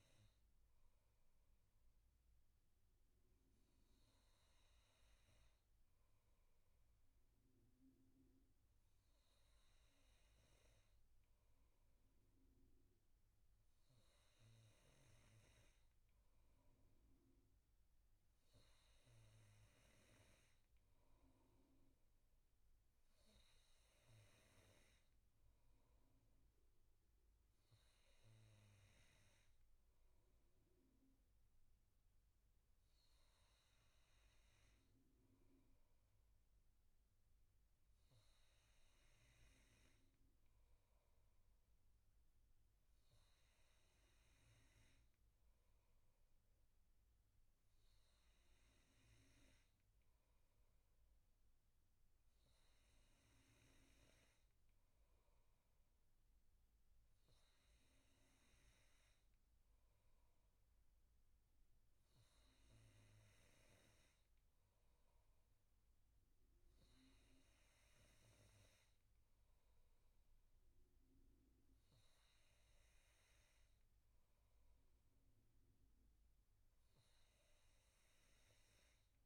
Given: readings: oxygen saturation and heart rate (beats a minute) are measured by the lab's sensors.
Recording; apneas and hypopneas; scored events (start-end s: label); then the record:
breathing in sleep, hard to hear, by a room microphone; none
none scored
From the record:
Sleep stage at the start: N2 (light sleep); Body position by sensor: on the back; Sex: male